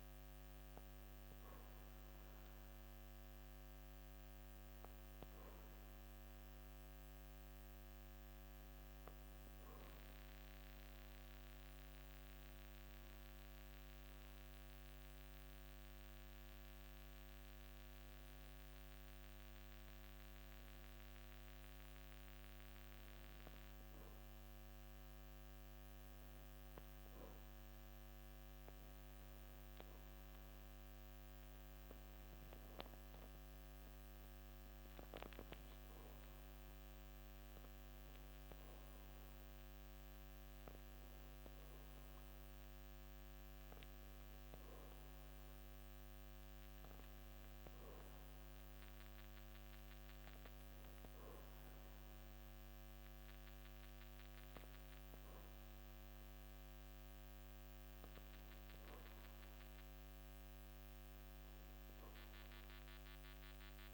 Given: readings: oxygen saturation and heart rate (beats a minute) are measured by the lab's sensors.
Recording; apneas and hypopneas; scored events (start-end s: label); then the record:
breathing in sleep, hard to hear, by a microphone on the trachea; 1
12.00-23.50 s: mixed apnea (oxygen 97% before, 92% lowest, heart rate 57 before, 54 extreme, up 0 after)
16.00-63.94 s: new sleep stage, N2 (light sleep)
30.00-55.00 s: oxygen desaturation (device-marked, oxygen 96% before, 92% lowest, heart rate 55 before, 54 extreme)
31.50-36.00 s: arousal
58.50-63.50 s: arousal
From the record:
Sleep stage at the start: N1 (lightest sleep); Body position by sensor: on the back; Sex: male